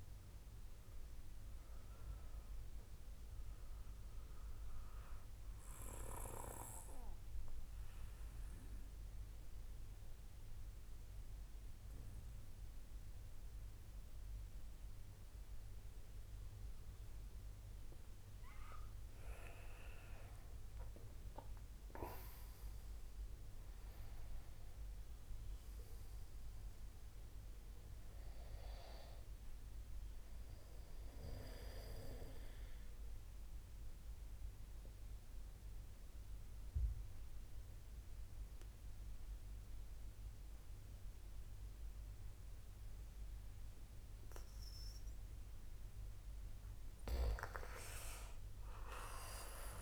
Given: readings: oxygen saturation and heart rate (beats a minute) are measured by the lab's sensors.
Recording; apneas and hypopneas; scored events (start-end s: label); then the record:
breathing in sleep by a room microphone; 2
0.00-13.50 s: oxygen desaturation (device-marked, oxygen 91% lowest, heart rate 57 extreme)
3.50-18.00 s: obstructive apnea (oxygen 95% before, 91% lowest, heart rate 65 before, 57 extreme, up 9 after)
20.50-24.00 s: arousal
23.50-41.50 s: oxygen desaturation (device-marked, oxygen 96% before, 92% lowest, heart rate 70 before, 57 extreme)
32.50-44.50 s: obstructive apnea (oxygen 96% before, 89% lowest, heart rate 69 before, 58 extreme, up 3 after)
46.00-49.00 s: arousal
From the record:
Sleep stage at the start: N2 (light sleep); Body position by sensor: on the back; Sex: male